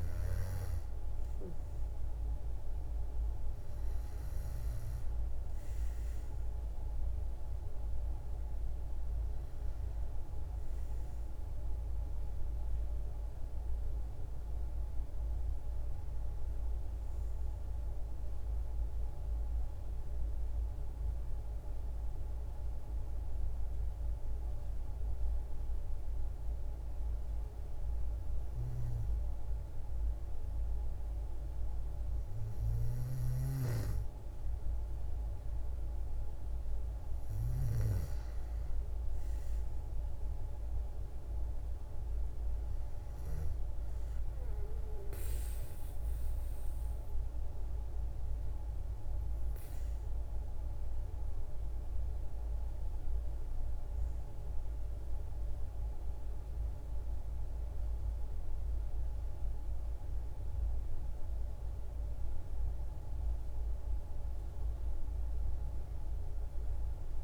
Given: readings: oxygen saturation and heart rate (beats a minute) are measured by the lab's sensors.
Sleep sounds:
breathing in sleep, hard to hear, by a room microphone; 1
0.00-1.50 s: arousal
3.50-14.50 s: oxygen desaturation (device-marked, oxygen 95% before, 92% lowest, heart rate 57 before, 55 extreme)
18.00-33.00 s: mixed apnea (oxygen 95% before, 92% lowest, heart rate 62 before, 55 extreme, up 3 after)
35.00-38.00 s: arousal
40.50-60.50 s: oxygen desaturation (device-marked, oxygen 97% before, 92% lowest, heart rate 57 before, 54 extreme)
From the record:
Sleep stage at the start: N2 (light sleep); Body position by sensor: on the back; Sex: female

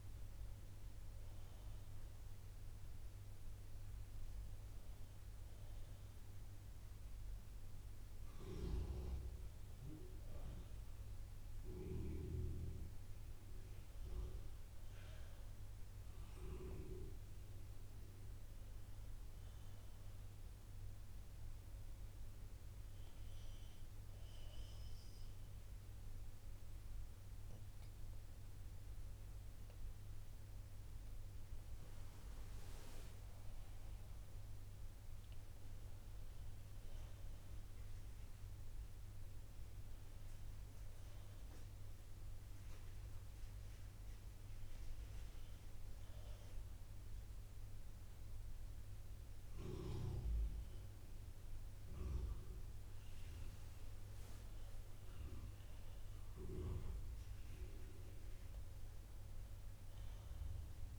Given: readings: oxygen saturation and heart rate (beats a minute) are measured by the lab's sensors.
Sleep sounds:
breathing in sleep by a room microphone; 1
0.00-11.00 s: oxygen desaturation (device-marked, oxygen 90% lowest, heart rate 59 extreme)
19.00-31.00 s: hypopnea (oxygen 94% before, 91% lowest, heart rate 63 before, 59 extreme, up 6 after)
19.00-60.99 s: new sleep stage, N2 (light sleep)
33.50-38.00 s: arousal
47.00-57.00 s: oxygen desaturation (device-marked, oxygen 94% before, 91% lowest, heart rate 63 before, 62 extreme)
From the record:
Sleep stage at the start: N1 (lightest sleep); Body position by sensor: on the back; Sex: female

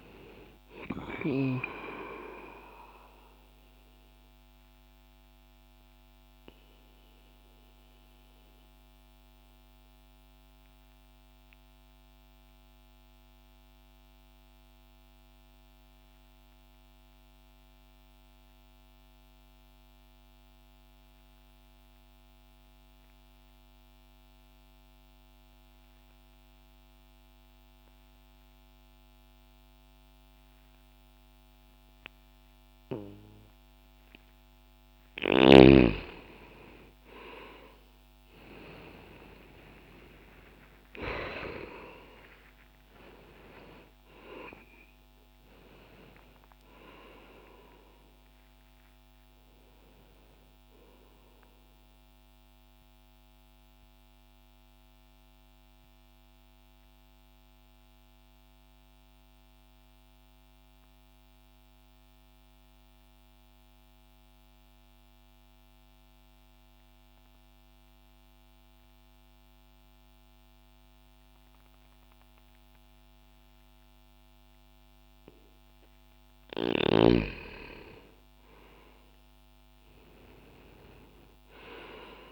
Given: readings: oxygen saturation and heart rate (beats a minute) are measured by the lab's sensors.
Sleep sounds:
breathing in sleep by a microphone on the trachea; 2
0.00-10.50 s: oxygen desaturation (device-marked, oxygen 91% lowest, heart rate 60 extreme)
1.50-34.50 s: mixed apnea (oxygen 98% before, 85% lowest, heart rate 63 before, 59 extreme, up 14 after)
16.50-29.50 s: oxygen desaturation (device-marked, oxygen 92% before, 85% lowest, heart rate 60 before, 60 extreme)
31.50-47.50 s: oxygen desaturation (device-marked, oxygen 98% before, 90% lowest, heart rate 60 before, 59 extreme)
39.00-43.50 s: arousal
52.00-76.50 s: mixed apnea (oxygen 98% before, 82% lowest, heart rate 71 before, 60 extreme, up 0 after)
65.50-75.50 s: oxygen desaturation (device-marked, oxygen 91% before, 85% lowest, heart rate 64 before, 60 extreme)
79.00-82.32 s: arousal
From the record:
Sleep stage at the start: N2 (light sleep); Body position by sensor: on the back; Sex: male

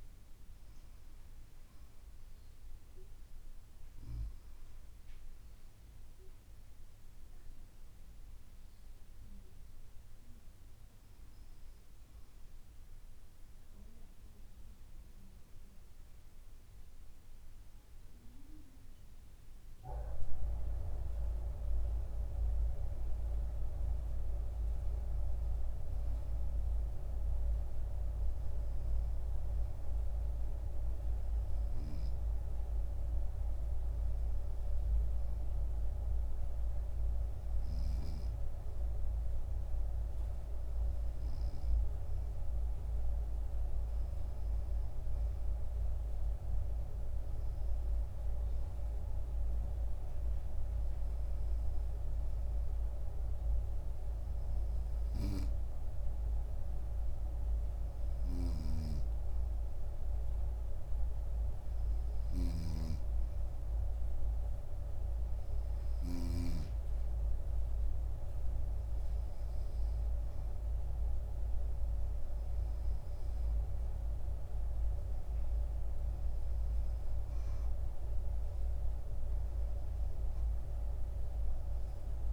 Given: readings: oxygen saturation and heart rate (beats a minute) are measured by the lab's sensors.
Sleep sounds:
breathing in sleep by a room microphone; none
58.00-66.50 s: snoring (device-marked)
From the record:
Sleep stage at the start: N2 (light sleep); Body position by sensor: on the right side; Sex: female

